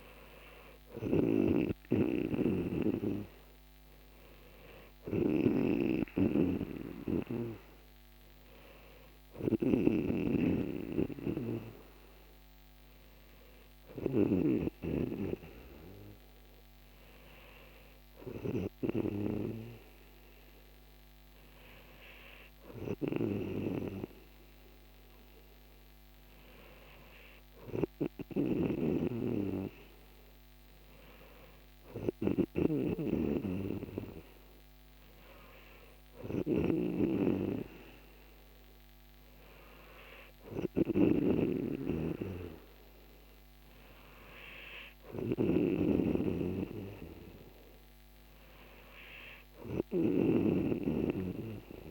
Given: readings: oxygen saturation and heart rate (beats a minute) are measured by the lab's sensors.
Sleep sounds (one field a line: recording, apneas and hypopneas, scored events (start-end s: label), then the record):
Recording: breathing in sleep by a microphone on the trachea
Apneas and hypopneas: none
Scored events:
1.00-14.50 s: snoring (device-marked)
28.50-51.91 s: snoring (device-marked)
From the record:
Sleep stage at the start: N3 (deep sleep)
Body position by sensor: on the back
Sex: male